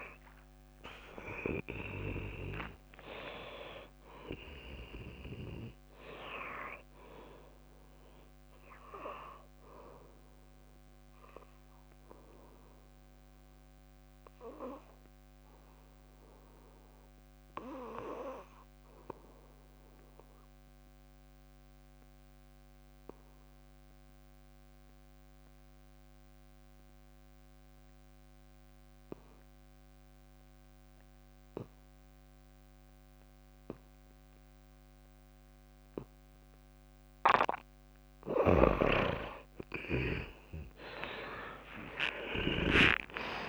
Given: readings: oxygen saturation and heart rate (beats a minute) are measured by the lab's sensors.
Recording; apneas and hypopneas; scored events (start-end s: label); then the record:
breathing in sleep by a microphone on the trachea; 1
0.00-3.50 s: oxygen desaturation (device-marked, oxygen 87% lowest, heart rate 59 extreme)
0.00-3.50 s: tachycardia (device-marked, heart rate 127 extreme)
3.50-5.50 s: long interval between heartbeats (device-marked, heart rate 76 before, 120 extreme)
8.50-12.50 s: arousal
15.50-37.50 s: obstructive apnea (oxygen 96% before, 71% lowest, heart rate 89 before, 59 extreme, up 22 after)
29.50-43.48 s: oxygen desaturation (device-marked, oxygen 97% before, 71% lowest, heart rate 65 before, 59 extreme)
38.50-43.00 s: snoring (device-marked)
41.50-43.48 s: arousal
From the record:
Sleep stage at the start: N2 (light sleep); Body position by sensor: on the back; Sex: female